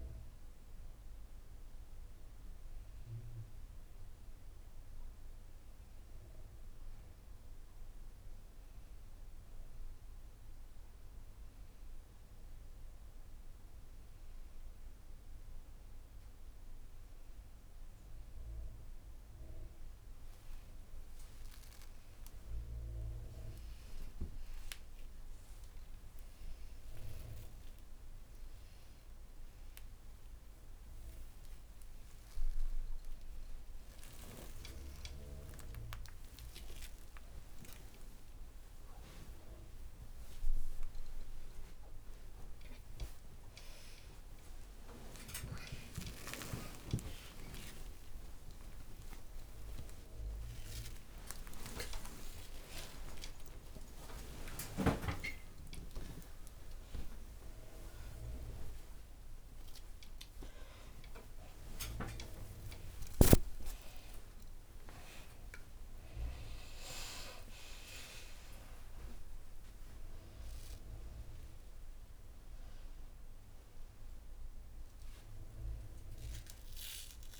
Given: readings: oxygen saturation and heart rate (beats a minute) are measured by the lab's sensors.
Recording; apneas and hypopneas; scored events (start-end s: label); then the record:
a person awake in a sleep study, by a room microphone; none
5.00-77.40 s: new sleep stage, awake
20.00-23.00 s: tachycardia (device-marked, heart rate 82 before, 92 extreme)
33.00-42.00 s: tachycardia (device-marked, heart rate 82 before, 130 extreme)
43.00-51.00 s: tachycardia (device-marked, heart rate 82 before, 119 extreme)
63.00-70.00 s: oxygen desaturation (device-marked, oxygen 95% before, 91% lowest)
From the record:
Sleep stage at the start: N1 (lightest sleep); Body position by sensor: on the back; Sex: female